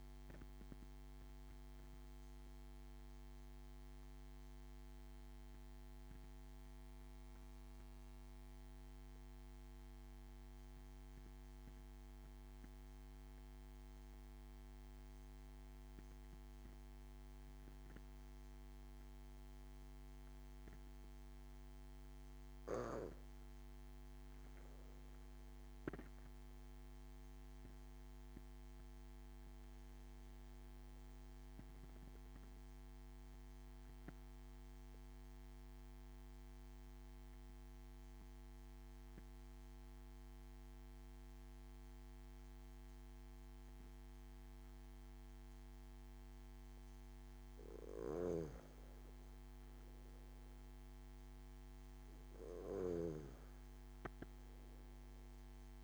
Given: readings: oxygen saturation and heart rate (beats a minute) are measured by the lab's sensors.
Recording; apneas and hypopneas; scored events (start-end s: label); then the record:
breathing in sleep, hard to hear, by a microphone on the trachea; 2
0.00-14.50 s: oxygen desaturation (device-marked, oxygen 90% lowest)
1.00-22.00 s: obstructive apnea (oxygen 95% before, 90% lowest)
24.00-28.00 s: arousal
33.00-47.00 s: obstructive apnea (oxygen 96% before, 91% lowest)
33.50-47.50 s: oxygen desaturation (device-marked, oxygen 94% before, 91% lowest)
48.00-53.00 s: snoring (device-marked)
49.00-53.00 s: arousal
From the record:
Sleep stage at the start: N2 (light sleep); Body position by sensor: on the back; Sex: male